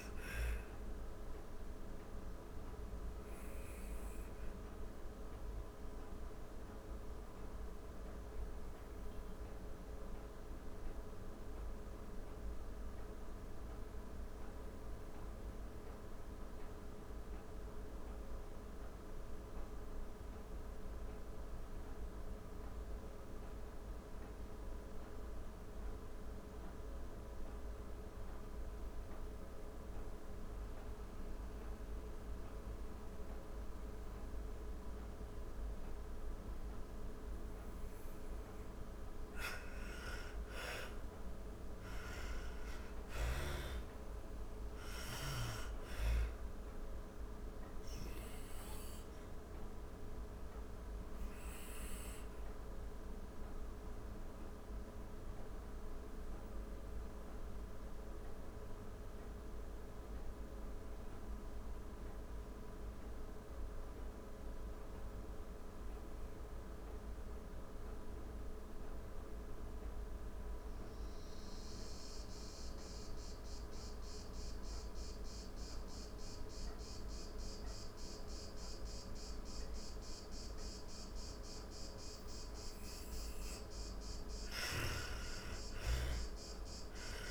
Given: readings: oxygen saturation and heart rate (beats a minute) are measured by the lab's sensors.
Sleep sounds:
breathing in sleep, hard to hear, by a room microphone; 2
0.00-20.00 s: oxygen desaturation (device-marked, oxygen 81% lowest)
0.50-36.50 s: mixed apnea (oxygen 98% before, 81% lowest)
32.00-70.00 s: oxygen desaturation (device-marked, oxygen 99% before, 83% lowest)
38.00-43.00 s: arousal
47.50-82.00 s: obstructive apnea (oxygen 99% before, 81% lowest)
83.00-87.31 s: oxygen desaturation (device-marked, oxygen 98% before, 81% lowest)
84.50-87.31 s: arousal
From the record:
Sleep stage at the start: N2 (light sleep); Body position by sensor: on the back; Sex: female

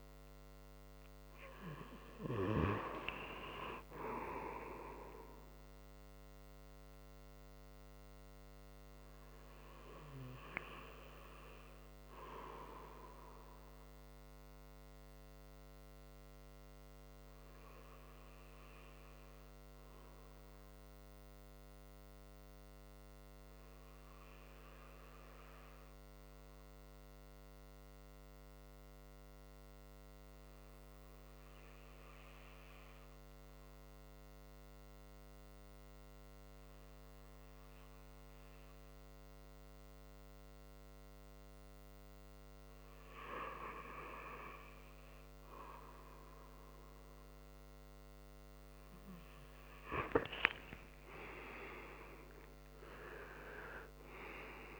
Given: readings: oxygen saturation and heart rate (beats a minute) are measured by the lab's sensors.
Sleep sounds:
breathing in sleep by a microphone on the trachea; 1
0.00-9.00 s: oxygen desaturation (device-marked, oxygen 93% lowest)
14.00-43.00 s: obstructive apnea (oxygen 97% before, 92% lowest)
48.50-53.00 s: arousal
From the record:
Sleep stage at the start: N2 (light sleep); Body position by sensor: on the right side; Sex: male

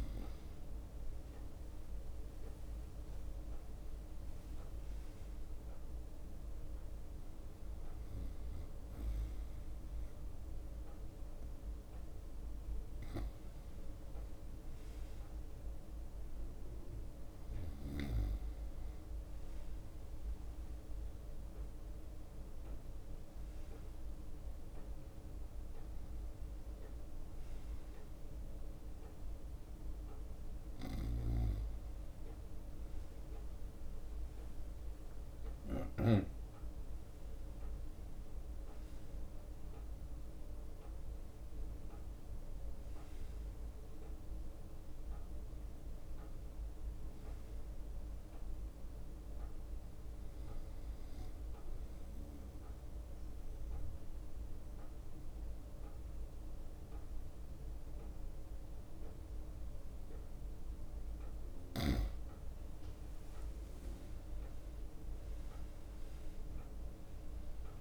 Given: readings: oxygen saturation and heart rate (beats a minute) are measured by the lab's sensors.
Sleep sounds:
breathing in sleep, hard to hear, by a room microphone; 1
0.00-4.50 s: leg movement (device-marked)
2.50-12.50 s: drop in pulse transit time (device-marked, heart rate 66 before, 65 extreme)
5.50-15.50 s: leg movement (device-marked)
13.50-67.81 s: new sleep stage, N2 (light sleep)
19.50-25.00 s: leg movement (device-marked)
26.00-30.50 s: leg movement (device-marked)
33.00-42.50 s: leg movement (device-marked)
34.00-39.00 s: arousal
43.50-52.00 s: leg movement (device-marked)
52.00-62.00 s: mixed apnea (oxygen 96% before, 93% lowest, heart rate 69 before, 62 extreme, up 4 after)
52.50-63.50 s: drop in pulse transit time (device-marked, heart rate 69 before, 65 extreme)
63.00-66.50 s: leg movement (device-marked)
63.50-67.50 s: arousal
66.50-67.81 s: leg movement (device-marked)
From the record:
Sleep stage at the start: N1 (lightest sleep); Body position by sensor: on the right side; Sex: male

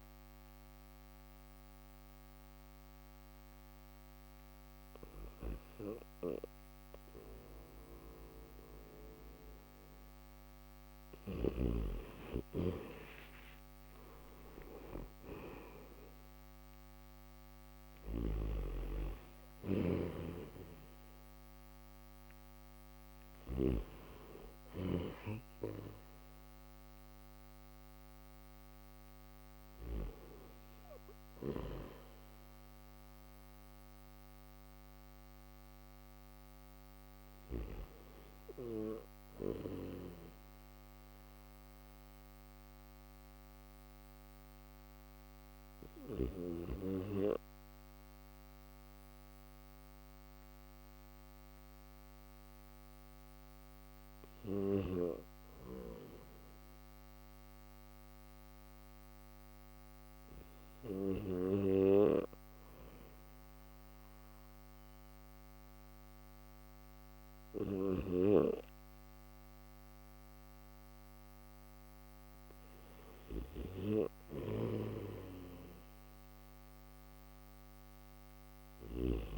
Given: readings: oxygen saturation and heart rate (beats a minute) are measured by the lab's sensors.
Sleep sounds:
breathing in sleep by a microphone on the trachea; none
17.00-23.00 s: snoring (device-marked)
68.00-79.38 s: oxygen desaturation (device-marked, oxygen 98% before, 94% lowest, heart rate 59 before, 57 extreme)
72.50-79.38 s: snoring (device-marked)
From the record:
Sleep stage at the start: N3 (deep sleep); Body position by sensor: on the back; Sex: male

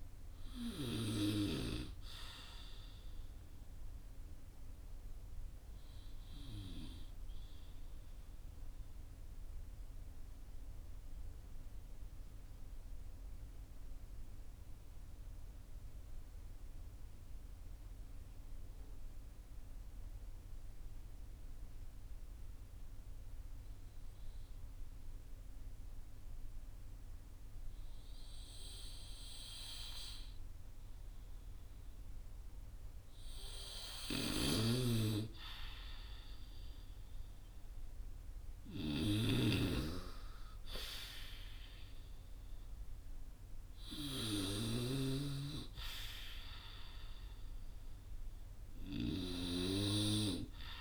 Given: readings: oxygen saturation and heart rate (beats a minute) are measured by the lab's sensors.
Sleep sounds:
breathing in sleep by a room microphone; 1
0.00-2.50 s: oxygen desaturation (device-marked, oxygen 94% lowest, heart rate 38 extreme)
4.50-25.50 s: oxygen desaturation (device-marked, oxygen 95% before, 91% lowest, heart rate 54 before, 36 extreme)
4.50-32.00 s: mixed apnea (oxygen 97% before, 91% lowest, heart rate 54 before, 36 extreme, up 14 after)
33.50-44.00 s: snoring (device-marked)
34.00-38.50 s: arousal
From the record:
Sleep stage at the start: N2 (light sleep); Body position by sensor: on the right side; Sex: male

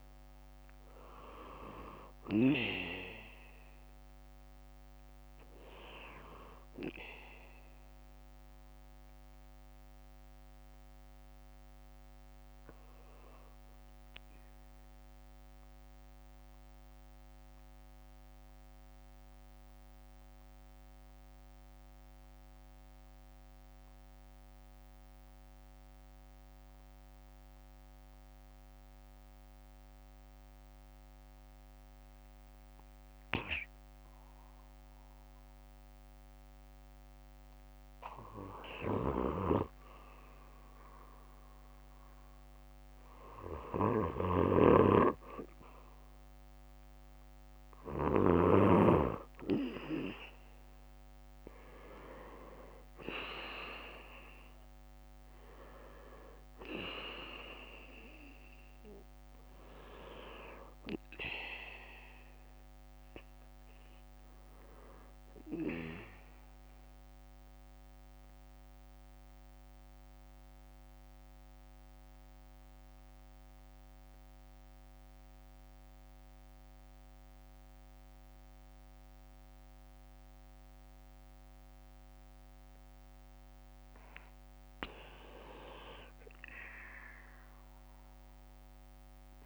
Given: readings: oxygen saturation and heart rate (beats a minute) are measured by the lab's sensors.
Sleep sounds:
breathing in sleep by a microphone on the trachea; 2
0.00-13.50 s: oxygen desaturation (device-marked, oxygen 94% lowest, heart rate 56 extreme)
12.00-37.00 s: mixed apnea (oxygen 97% before, 93% lowest, heart rate 64 before, 56 extreme, up 7 after)
32.50-34.50 s: bradycardia (device-marked, heart rate 63 before, 60 extreme)
39.50-42.50 s: arousal
44.00-48.50 s: snoring (device-marked)
66.50-83.50 s: central apnea (oxygen 99% before, 94% lowest, heart rate 63 before, 57 extreme, up 6 after)
86.50-89.46 s: arousal
From the record:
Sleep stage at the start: N2 (light sleep); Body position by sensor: on the back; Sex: male

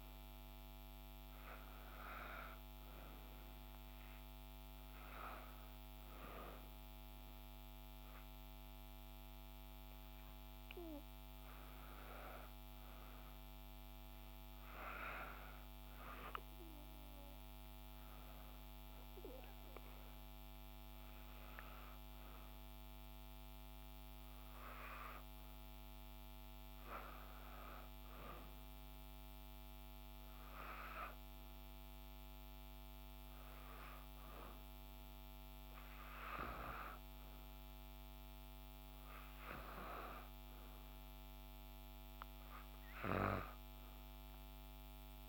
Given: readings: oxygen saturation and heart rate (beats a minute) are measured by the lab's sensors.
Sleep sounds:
breathing in sleep by a microphone on the trachea; 1
0.00-5.00 s: oxygen desaturation (device-marked, oxygen 91% lowest, heart rate 61 extreme)
19.50-23.50 s: arousal
28.00-39.50 s: hypopnea (oxygen 93% before, 91% lowest, heart rate 61 before, 60 extreme, up 1 after)
41.50-45.00 s: arousal
From the record:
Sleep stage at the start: N2 (light sleep); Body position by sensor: on the right side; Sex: female

